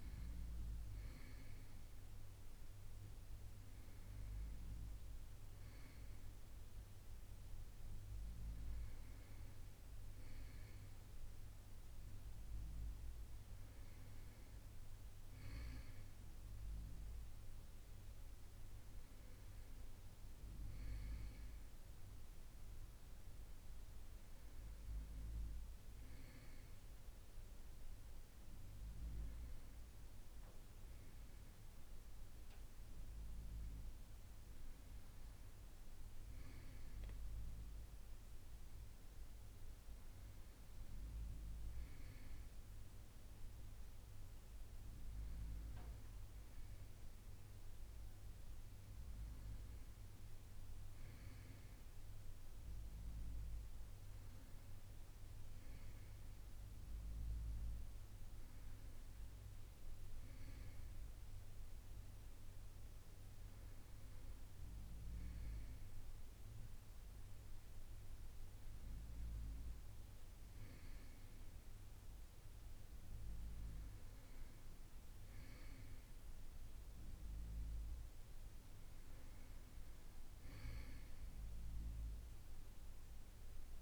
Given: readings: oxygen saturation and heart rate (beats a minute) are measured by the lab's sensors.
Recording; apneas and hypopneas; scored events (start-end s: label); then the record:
a person awake in a sleep study, hard to hear, by a room microphone; none
none scored
From the record:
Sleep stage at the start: awake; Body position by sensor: on the right side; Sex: male